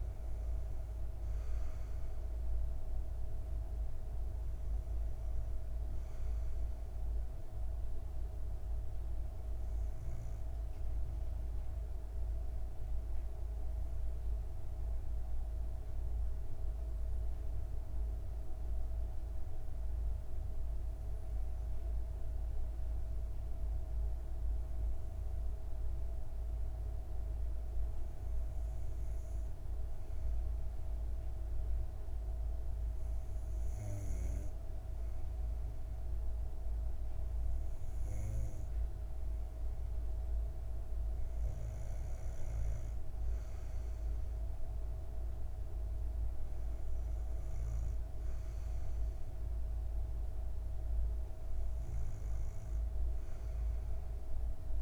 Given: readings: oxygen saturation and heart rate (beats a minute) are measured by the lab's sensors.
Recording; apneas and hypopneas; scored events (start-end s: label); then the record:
breathing in sleep, hard to hear, by a room microphone; 1
0.00-18.00 s: oxygen desaturation (device-marked, oxygen 93% lowest, heart rate 58 extreme)
13.00-25.50 s: hypopnea (oxygen 96% before, 94% lowest, heart rate 62 before, 58 extreme, up 23 after)
27.50-30.00 s: arousal
From the record:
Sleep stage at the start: N2 (light sleep); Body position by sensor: on the back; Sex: female